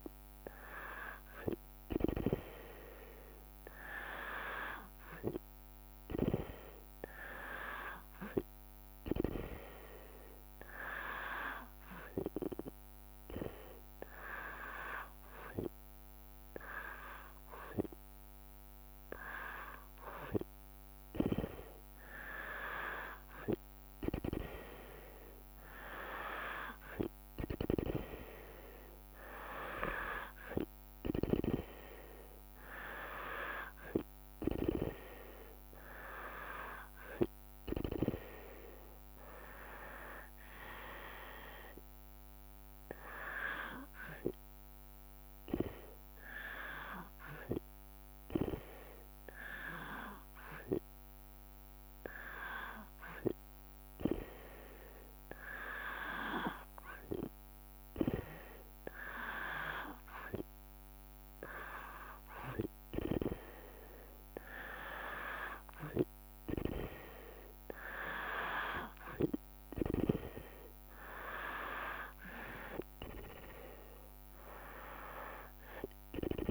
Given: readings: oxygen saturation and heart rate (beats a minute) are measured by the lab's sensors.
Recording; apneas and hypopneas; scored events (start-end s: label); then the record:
breathing in sleep by a microphone on the trachea; none
33.00-48.00 s: drop in pulse transit time (device-marked, heart rate 62 before, 54 extreme)
69.00-76.50 s: drop in pulse transit time (device-marked, heart rate 57 before, 64 extreme)
From the record:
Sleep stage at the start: N2 (light sleep); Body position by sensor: on the back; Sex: female